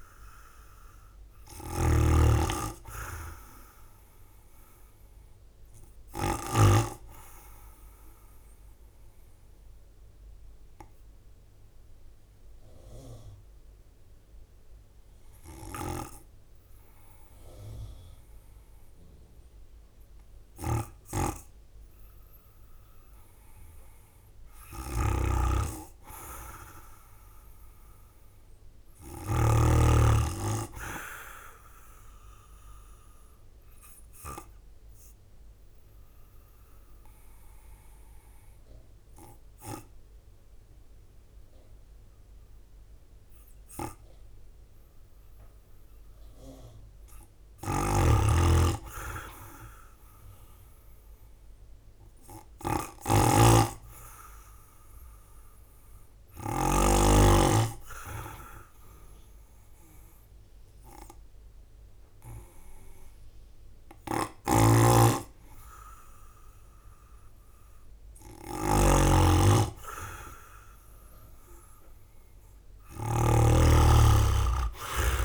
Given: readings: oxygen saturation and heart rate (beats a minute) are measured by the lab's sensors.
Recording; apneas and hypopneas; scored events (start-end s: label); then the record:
breathing in sleep by a room microphone; 2
0.00-9.50 s: drop in pulse transit time (device-marked, heart rate 55 extreme)
7.50-23.00 s: obstructive apnea (oxygen 98% before, 92% lowest, heart rate 61 before, 52 extreme, up 7 after)
21.50-33.50 s: oxygen desaturation (device-marked, oxygen 97% before, 92% lowest, heart rate 55 before, 52 extreme)
25.50-28.50 s: arousal
29.50-40.50 s: drop in pulse transit time (device-marked, heart rate 55 before, 53 extreme)
33.00-45.50 s: obstructive apnea (oxygen 97% before, 96% lowest, heart rate 55 before, 52 extreme, up 5 after)
47.50-52.50 s: arousal
47.50-56.50 s: snoring (device-marked)
54.50-67.50 s: drop in pulse transit time (device-marked, heart rate 54 before, 55 extreme)
64.00-73.00 s: snoring (device-marked)
From the record:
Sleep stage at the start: N2 (light sleep); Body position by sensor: on the right side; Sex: male